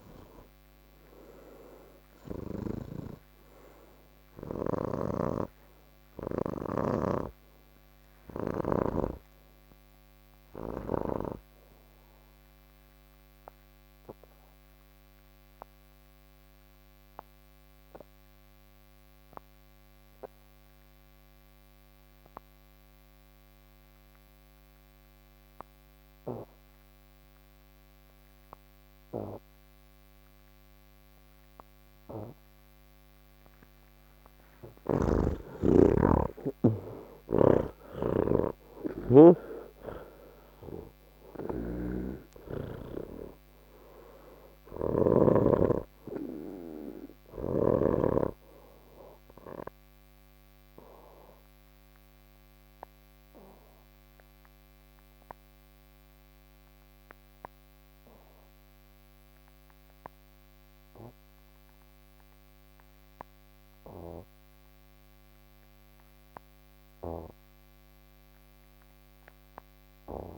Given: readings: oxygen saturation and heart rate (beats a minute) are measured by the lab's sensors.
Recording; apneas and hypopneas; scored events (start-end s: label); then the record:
breathing in sleep by a microphone on the trachea; none
0.00-2.00 s: oxygen desaturation (device-marked, oxygen 90% lowest, heart rate 69 extreme)
4.00-19.00 s: oxygen desaturation (device-marked, oxygen 94% before, 82% lowest, heart rate 88 before, 68 extreme)
4.50-8.50 s: snoring (device-marked)
33.00-63.00 s: oxygen desaturation (device-marked, oxygen 98% before, 84% lowest, heart rate 78 before, 71 extreme)
34.50-45.00 s: snoring (device-marked)
68.00-70.38 s: oxygen desaturation (device-marked, oxygen 98% before, 84% lowest, heart rate 73 before, 69 extreme)
From the record:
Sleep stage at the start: N3 (deep sleep); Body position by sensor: on the back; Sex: male